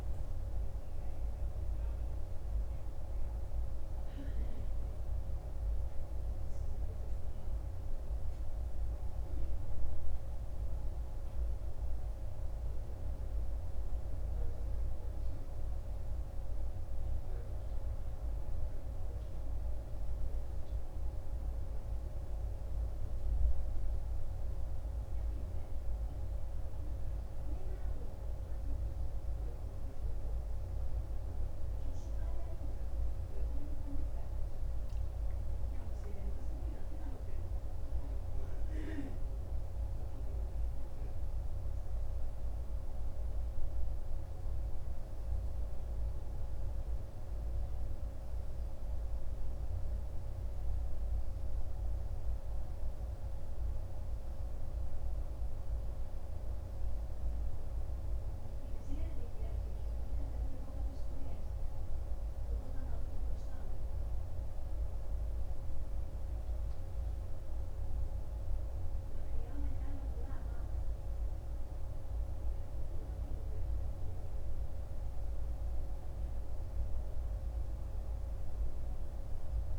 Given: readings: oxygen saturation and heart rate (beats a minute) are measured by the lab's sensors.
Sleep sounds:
breathing in sleep, hard to hear, by a room microphone; none
none scored
From the record:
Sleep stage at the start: N2 (light sleep); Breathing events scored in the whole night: 47 in 4.1 hours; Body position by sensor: on the right side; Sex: male

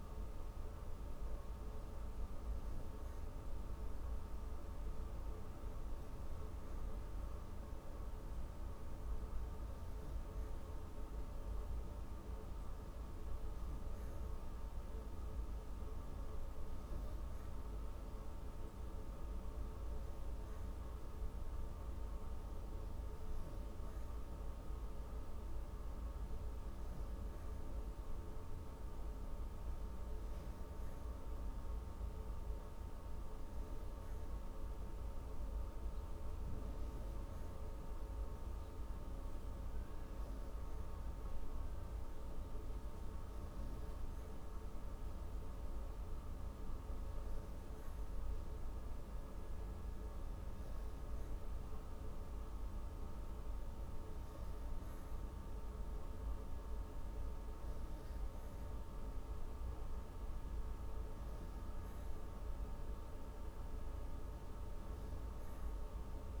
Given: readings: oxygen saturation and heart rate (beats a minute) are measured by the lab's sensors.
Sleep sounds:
breathing in sleep, hard to hear, by a room microphone; none
none scored
From the record:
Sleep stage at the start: N3 (deep sleep); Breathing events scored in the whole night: 109 in 3.9 hours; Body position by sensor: on the back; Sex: female

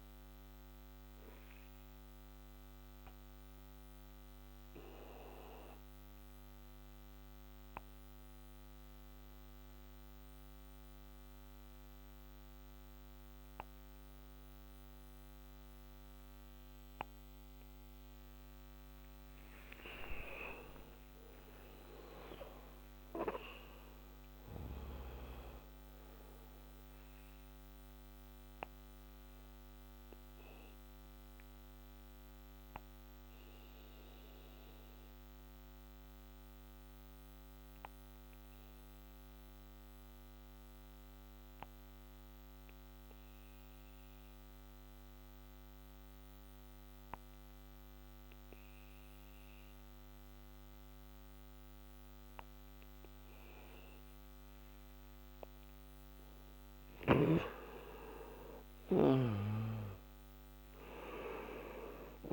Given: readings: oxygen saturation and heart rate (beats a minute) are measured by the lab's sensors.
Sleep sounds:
breathing in sleep by a microphone on the trachea; 2
0.00-22.00 s: oxygen desaturation (device-marked, oxygen 86% lowest, heart rate 56 extreme)
3.50-18.50 s: obstructive apnea (oxygen 98% before, 86% lowest, heart rate 70 before, 56 extreme, up 27 after)
19.50-24.00 s: arousal
28.00-56.00 s: obstructive apnea (oxygen 98% before, 88% lowest, heart rate 65 before, 58 extreme, up 10 after)
52.00-62.33 s: oxygen desaturation (device-marked, oxygen 96% before, 88% lowest, heart rate 60 before, 57 extreme)
56.50-62.33 s: snoring (device-marked)
58.00-62.00 s: arousal
From the record:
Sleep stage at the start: N2 (light sleep); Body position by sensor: on the back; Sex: male

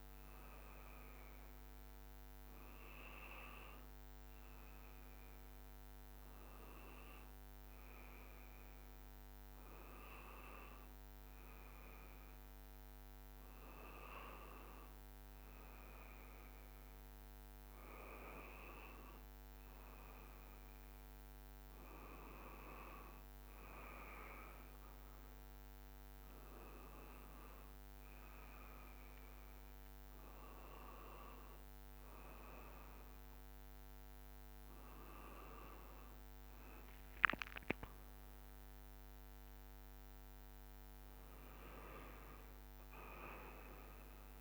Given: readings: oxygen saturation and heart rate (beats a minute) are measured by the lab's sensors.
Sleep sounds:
breathing in sleep by a microphone on the trachea; none
0.50-44.41 s: new sleep stage, N2 (light sleep)
From the record:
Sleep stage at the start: N1 (lightest sleep); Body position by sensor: on the back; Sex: male

